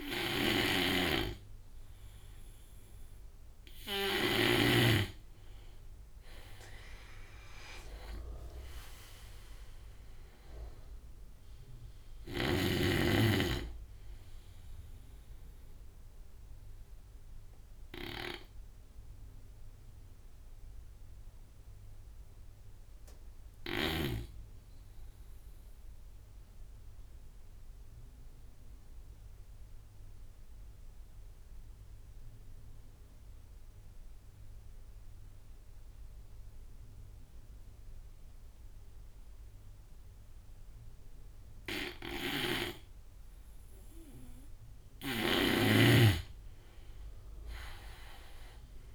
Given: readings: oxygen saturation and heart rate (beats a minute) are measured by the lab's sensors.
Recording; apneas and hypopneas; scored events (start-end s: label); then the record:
breathing in sleep by a room microphone; 1
0.00-4.00 s: snoring (device-marked)
0.00-11.00 s: oxygen desaturation (device-marked, oxygen 87% lowest)
11.50-23.00 s: snoring (device-marked)
18.00-21.50 s: arousal
25.50-42.50 s: obstructive apnea (oxygen 95% before, 86% lowest)
39.00-48.95 s: oxygen desaturation (device-marked, oxygen 98% before, 86% lowest)
41.00-44.50 s: snoring (device-marked)
45.00-47.00 s: tachycardia (device-marked)
47.00-48.95 s: arousal
From the record:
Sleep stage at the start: N2 (light sleep); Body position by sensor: on the right side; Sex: male